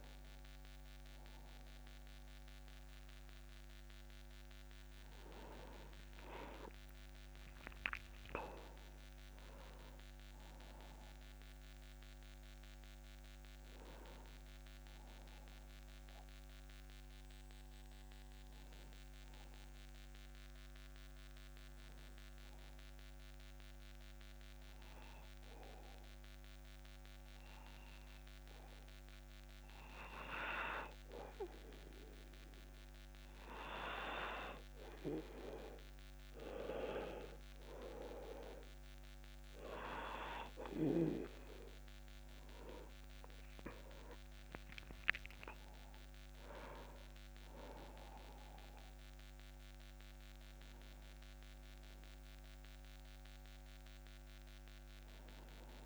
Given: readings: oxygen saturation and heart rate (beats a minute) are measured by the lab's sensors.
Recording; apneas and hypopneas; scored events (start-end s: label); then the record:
breathing in sleep by a microphone on the trachea; 1
8.00-12.50 s: arousal
19.50-33.00 s: obstructive apnea (oxygen 98% before, 93% lowest, heart rate 59 before, 45 extreme, up 11 after)
35.50-39.50 s: arousal
38.50-55.86 s: oxygen desaturation (device-marked, oxygen 97% before, 93% lowest, heart rate 55 before, 39 extreme)
From the record:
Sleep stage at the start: N1 (lightest sleep); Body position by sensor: on the back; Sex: male